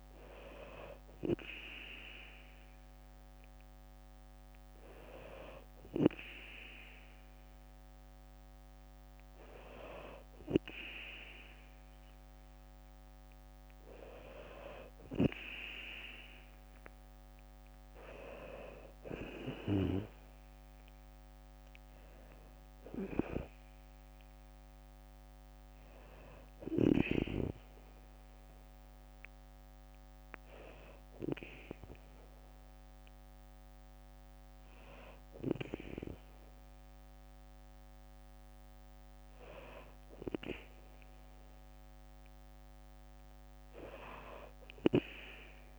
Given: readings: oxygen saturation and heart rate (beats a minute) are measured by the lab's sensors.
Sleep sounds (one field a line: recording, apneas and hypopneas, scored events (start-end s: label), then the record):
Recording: breathing in sleep by a microphone on the trachea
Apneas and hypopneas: 2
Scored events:
0.50-12.00 s: hypopnea (oxygen 97% before, 94% lowest, heart rate 62 before, 59 extreme, up 3 after)
17.00-20.50 s: arousal
19.00-32.00 s: drop in pulse transit time (device-marked, heart rate 61 before, 60 extreme)
27.00-38.00 s: hypopnea (oxygen 96% before, 94% lowest, heart rate 63 before, 59 extreme, up 1 after)
29.00-36.00 s: bradycardia (device-marked, heart rate 62 before, 59 extreme)
40.00-43.00 s: arousal
From the record:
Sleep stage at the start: N2 (light sleep)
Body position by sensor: on the back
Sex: female